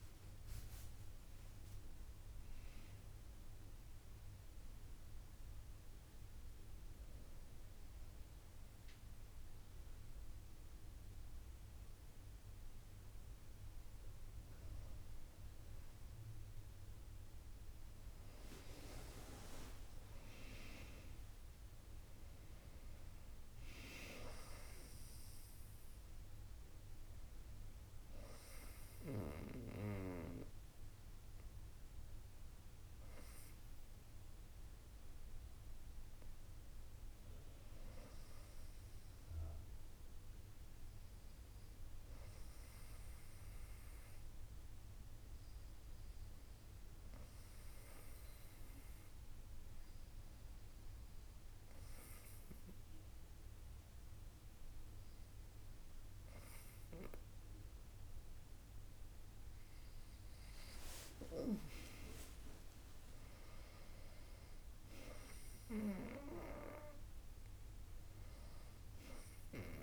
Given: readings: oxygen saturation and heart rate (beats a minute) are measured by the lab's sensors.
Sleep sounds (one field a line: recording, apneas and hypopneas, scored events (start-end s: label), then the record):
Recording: a person partly awake in a sleep study, by a room microphone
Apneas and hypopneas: 2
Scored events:
1.50-69.82 s: new sleep stage, N2 (light sleep)
5.00-17.00 s: hypopnea (oxygen 99% before, 93% lowest, heart rate 81 before, 61 extreme, up 9 after)
18.50-22.50 s: arousal
23.50-42.50 s: oxygen desaturation (device-marked, oxygen 98% before, 95% lowest, heart rate 64 before, 62 extreme)
35.00-59.00 s: hypopnea (oxygen 98% before, 93% lowest, heart rate 65 before, 62 extreme, up 26 after)
59.50-69.82 s: oxygen desaturation (device-marked, oxygen 97% before, 93% lowest, heart rate 63 before, 63 extreme)
60.50-64.00 s: arousal
From the record:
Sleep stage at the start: awake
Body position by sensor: on the back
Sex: female